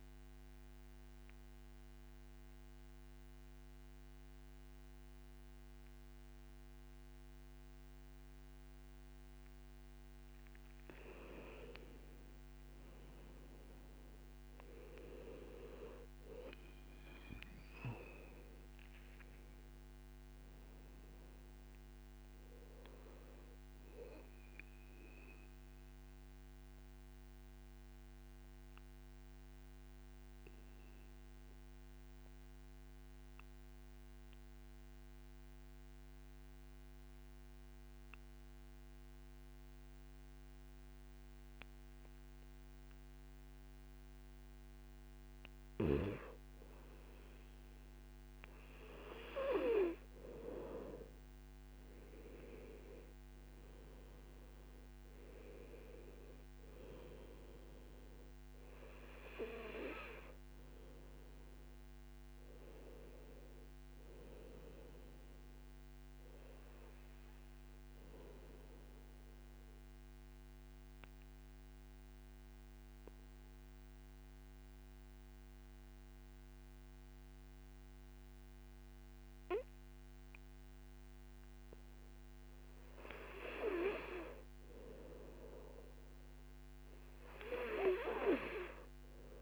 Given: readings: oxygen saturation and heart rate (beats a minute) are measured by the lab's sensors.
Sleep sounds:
a person partly awake in a sleep study, by a microphone on the trachea; 2
4.50-89.42 s: new sleep stage, N2 (light sleep)
23.50-35.50 s: oxygen desaturation (device-marked, oxygen 99% before, 92% lowest, heart rate 64 before, 51 extreme)
26.00-45.50 s: obstructive apnea (oxygen 99% before, 92% lowest, heart rate 61 before, 51 extreme, up 7 after)
49.00-53.00 s: arousal
50.50-77.50 s: oxygen desaturation (device-marked, oxygen 99% before, 94% lowest, heart rate 54 before, 52 extreme)
68.00-84.00 s: obstructive apnea (oxygen 99% before, 93% lowest, heart rate 60 before, 52 extreme, up 8 after)
86.00-89.00 s: arousal
From the record:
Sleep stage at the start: awake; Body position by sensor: on the back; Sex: male

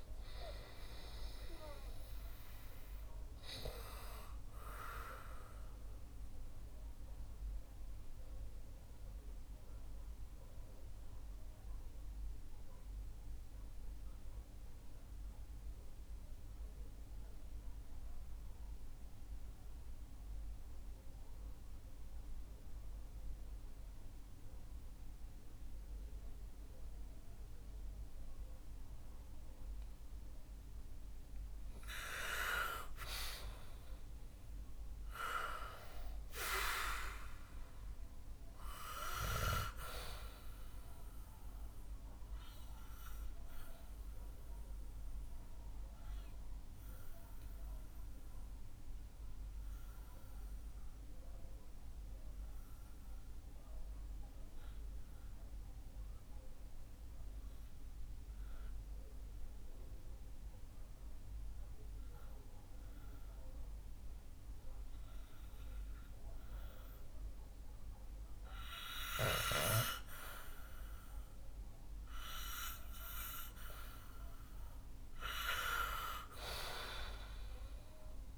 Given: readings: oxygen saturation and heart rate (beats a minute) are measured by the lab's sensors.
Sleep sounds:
breathing in sleep by a room microphone; 2
7.00-29.50 s: mixed apnea (oxygen 97% before, 93% lowest, heart rate 73 before, 60 extreme, up 6 after)
31.50-35.50 s: arousal
36.00-58.00 s: oxygen desaturation (device-marked, oxygen 98% before, 93% lowest, heart rate 62 before, 62 extreme)
41.50-68.50 s: obstructive apnea (oxygen 99% before, 93% lowest, heart rate 63 before, 60 extreme, up 3 after)
72.50-76.50 s: arousal
From the record:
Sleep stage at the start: N2 (light sleep); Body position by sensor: on the back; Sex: male

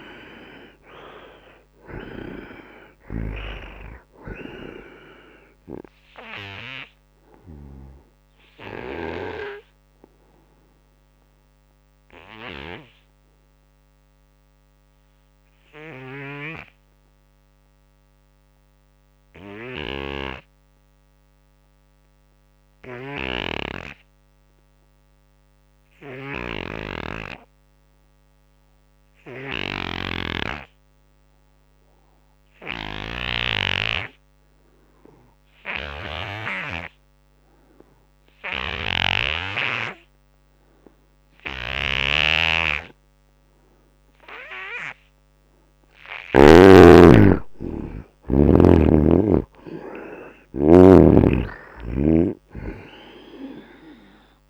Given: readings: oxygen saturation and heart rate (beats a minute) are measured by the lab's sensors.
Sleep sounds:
breathing in sleep by a microphone on the trachea; 1
0.00-2.00 s: snoring (device-marked)
0.00-18.50 s: oxygen desaturation (device-marked, oxygen 75% lowest, heart rate 70 extreme)
6.50-45.00 s: obstructive apnea (oxygen 98% before, 75% lowest, heart rate 80 before, 64 extreme, up 22 after)
30.50-54.50 s: oxygen desaturation (device-marked, oxygen 98% before, 76% lowest, heart rate 84 before, 64 extreme)
32.50-46.50 s: snoring (device-marked)
46.50-51.50 s: arousal
51.00-54.50 s: snoring (device-marked)
From the record:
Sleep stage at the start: N2 (light sleep); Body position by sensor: on the right side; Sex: male

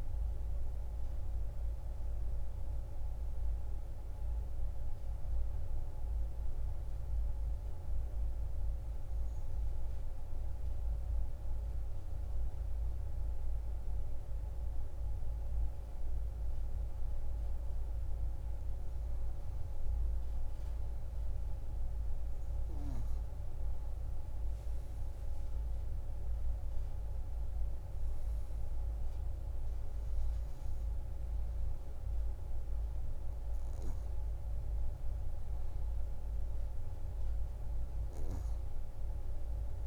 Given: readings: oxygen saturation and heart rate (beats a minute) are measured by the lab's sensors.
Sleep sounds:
breathing in sleep, hard to hear, by a room microphone; 1
0.00-7.00 s: oxygen desaturation (device-marked, oxygen 92% lowest)
7.00-19.00 s: obstructive apnea (oxygen 96% before, 89% lowest)
21.00-24.50 s: arousal
From the record:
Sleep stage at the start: N2 (light sleep); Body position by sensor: on the back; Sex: female

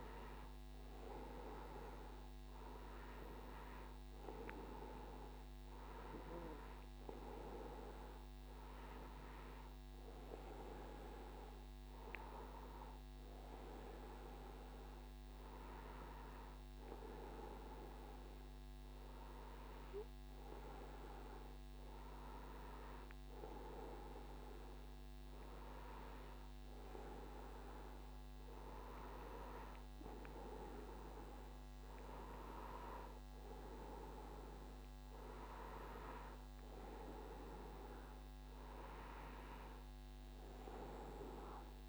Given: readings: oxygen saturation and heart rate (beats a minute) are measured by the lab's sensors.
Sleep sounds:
breathing in sleep by a microphone on the trachea; none
none scored
From the record:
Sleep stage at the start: N1 (lightest sleep); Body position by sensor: on the back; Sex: male

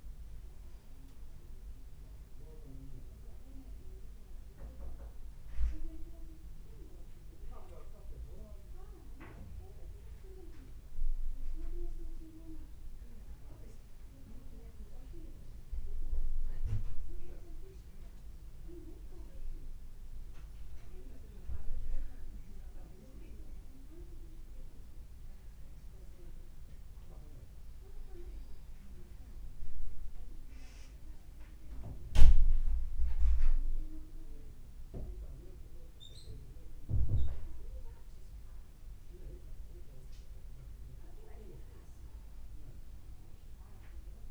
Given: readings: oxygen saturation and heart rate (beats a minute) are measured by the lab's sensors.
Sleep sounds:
breathing in sleep by a room microphone; 1
0.00-4.00 s: arousal
0.00-10.00 s: oxygen desaturation (device-marked, oxygen 90% lowest, heart rate 53 extreme)
7.50-28.50 s: hypopnea (oxygen 95% before, 93% lowest, heart rate 55 before, 52 extreme, up 3 after)
31.00-35.50 s: arousal
From the record:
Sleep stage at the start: REM sleep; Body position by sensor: on the back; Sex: male

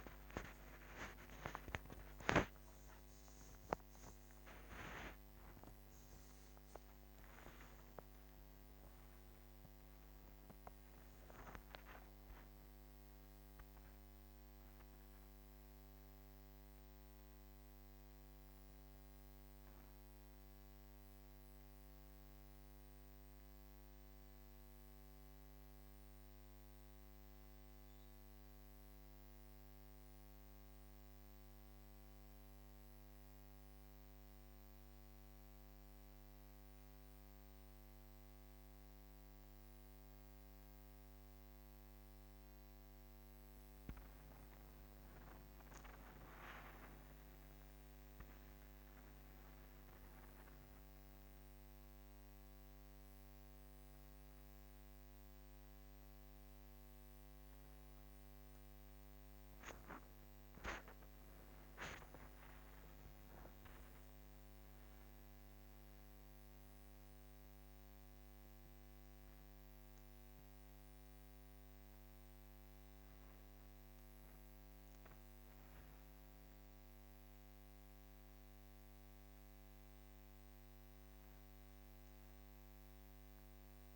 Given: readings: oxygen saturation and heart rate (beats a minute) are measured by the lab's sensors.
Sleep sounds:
a person partly awake in a sleep study, by a microphone on the trachea; 1
17.00-47.00 s: new sleep stage, N1 (lightest sleep)
27.00-40.50 s: hypopnea (oxygen 97% before, 95% lowest, heart rate 64 before, 57 extreme, up 4 after)
43.00-47.00 s: arousal
47.00-83.96 s: new sleep stage, N2 (light sleep)
From the record:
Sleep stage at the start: awake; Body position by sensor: on the back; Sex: female

